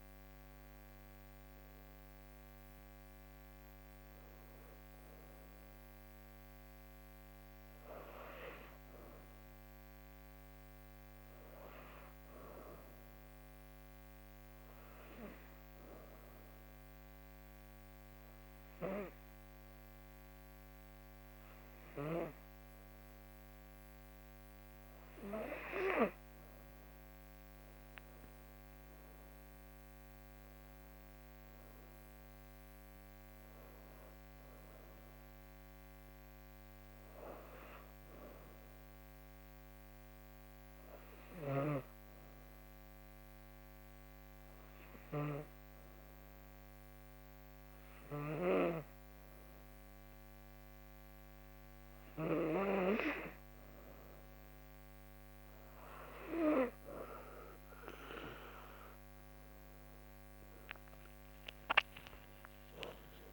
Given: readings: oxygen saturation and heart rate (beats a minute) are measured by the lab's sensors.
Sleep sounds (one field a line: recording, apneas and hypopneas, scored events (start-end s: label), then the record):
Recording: breathing in sleep by a microphone on the trachea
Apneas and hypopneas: 2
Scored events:
14.50-27.00 s: hypopnea (oxygen 96% before, 89% lowest, heart rate 82 before, 79 extreme, up 9 after)
29.50-33.00 s: arousal
30.00-50.00 s: oxygen desaturation (device-marked, oxygen 96% before, 89% lowest, heart rate 80 before, 79 extreme)
39.50-53.00 s: hypopnea (oxygen 96% before, 89% lowest, heart rate 83 before, 79 extreme, up 5 after)
61.00-63.33 s: arousal
61.00-63.33 s: oxygen desaturation (device-marked, oxygen 97% before, 90% lowest, heart rate 81 before, 76 extreme)
From the record:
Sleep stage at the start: N2 (light sleep)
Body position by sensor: on the back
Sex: female